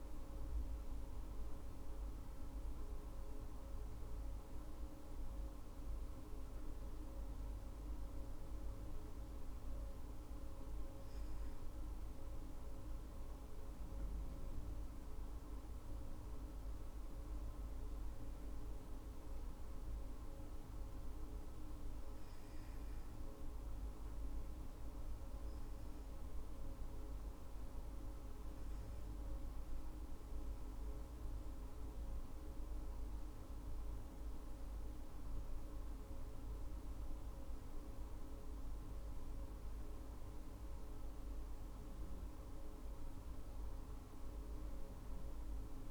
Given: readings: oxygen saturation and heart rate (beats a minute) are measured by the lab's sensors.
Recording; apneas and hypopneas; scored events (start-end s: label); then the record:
breathing in sleep, hard to hear, by a room microphone; 1
25.50-38.00 s: obstructive apnea (oxygen 99% before, 94% lowest, heart rate 55 before, 54 extreme, up 21 after)
42.00-45.91 s: arousal
From the record:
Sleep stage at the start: N2 (light sleep); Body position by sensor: on the back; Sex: female